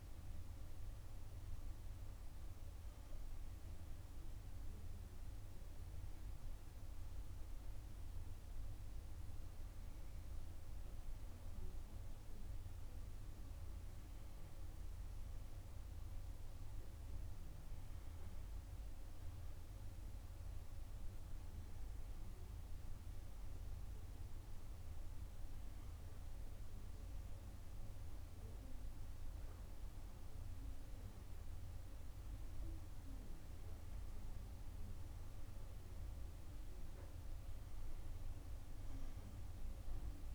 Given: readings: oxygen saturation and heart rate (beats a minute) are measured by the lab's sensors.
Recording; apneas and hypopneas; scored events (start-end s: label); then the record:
breathing in sleep, hard to hear, by a room microphone; none
none scored
From the record:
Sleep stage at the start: N2 (light sleep); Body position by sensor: on the right side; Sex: female